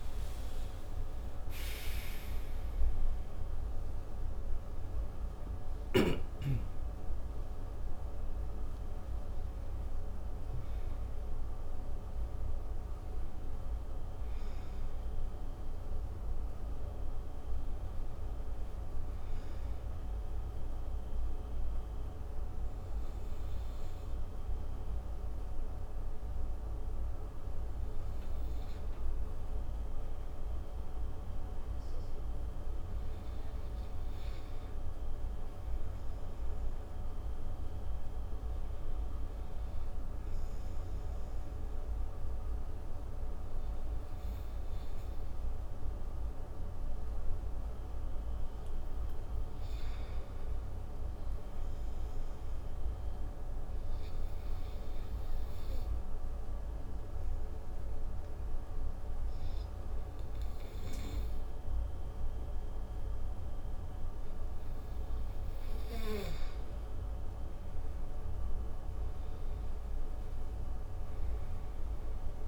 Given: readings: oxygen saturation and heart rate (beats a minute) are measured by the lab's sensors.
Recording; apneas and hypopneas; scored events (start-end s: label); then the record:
breathing in sleep, hard to hear, by a room microphone; 2
0.00-1.50 s: arousal
0.00-23.00 s: tachycardia (device-marked)
5.00-20.00 s: oxygen desaturation (device-marked, oxygen 94% before, 85% lowest)
20.00-30.00 s: obstructive apnea (oxygen 97% before, 90% lowest)
32.50-36.50 s: arousal
53.50-67.00 s: obstructive apnea (oxygen 98% before, 88% lowest)
68.50-72.00 s: arousal
71.00-72.48 s: oxygen desaturation (device-marked, oxygen 95% before, 90% lowest)
From the record:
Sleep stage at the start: N2 (light sleep); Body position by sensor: on the right side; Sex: male